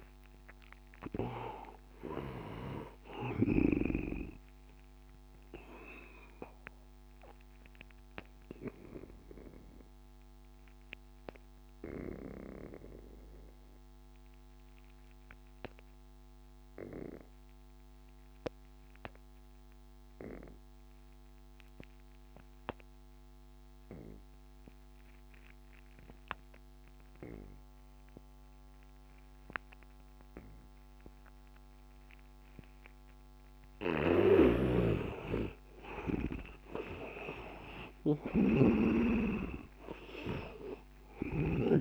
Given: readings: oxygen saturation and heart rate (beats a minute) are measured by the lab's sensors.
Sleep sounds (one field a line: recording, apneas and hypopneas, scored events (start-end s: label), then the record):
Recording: breathing in sleep by a microphone on the trachea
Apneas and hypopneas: 1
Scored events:
0.00-3.50 s: snoring (device-marked)
0.00-18.00 s: oxygen desaturation (device-marked, oxygen 77% lowest, heart rate 81 extreme)
6.00-33.00 s: obstructive apnea (oxygen 97% before, 77% lowest, heart rate 89 before, 81 extreme, up 8 after)
28.00-41.81 s: oxygen desaturation (device-marked, oxygen 100% before, 80% lowest, heart rate 85 before, 79 extreme)
34.00-41.81 s: snoring (device-marked)
37.00-41.50 s: arousal
From the record:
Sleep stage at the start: N2 (light sleep)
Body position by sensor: on the back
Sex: male